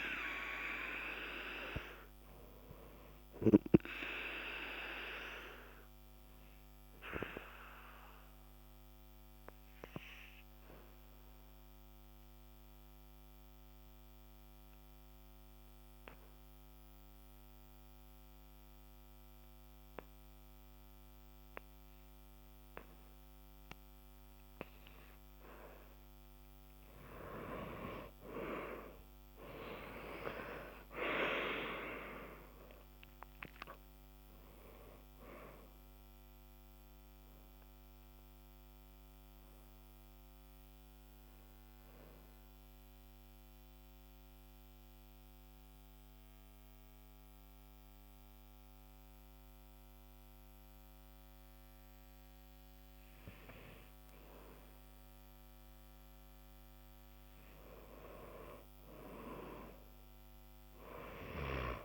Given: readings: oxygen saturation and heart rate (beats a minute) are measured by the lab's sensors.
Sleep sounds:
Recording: breathing in sleep by a microphone on the trachea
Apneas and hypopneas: 2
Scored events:
5.50-24.50 s: obstructive apnea (oxygen 98% before, 85% lowest, heart rate 63 before, 47 extreme, up 47 after)
28.50-34.00 s: arousal
37.50-61.85 s: oxygen desaturation (device-marked, oxygen 96% before, 85% lowest, heart rate 65 before, 46 extreme)
42.50-53.00 s: mixed apnea (oxygen 97% before, 85% lowest, heart rate 68 before, 46 extreme, up 7 after)
59.00-61.85 s: arousal
From the record:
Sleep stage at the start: N2 (light sleep)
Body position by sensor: on the back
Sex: male

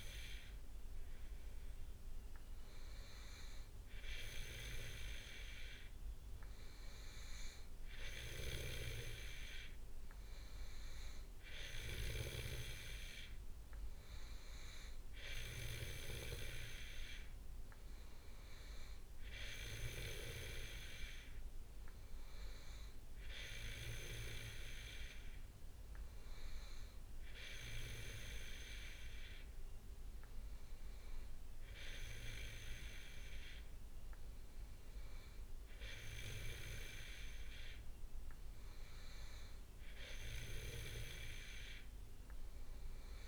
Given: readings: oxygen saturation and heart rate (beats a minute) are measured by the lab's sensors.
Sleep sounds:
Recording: breathing in sleep by a room microphone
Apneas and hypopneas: none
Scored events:
none scored
From the record:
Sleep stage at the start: N2 (light sleep)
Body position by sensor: on the back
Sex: male

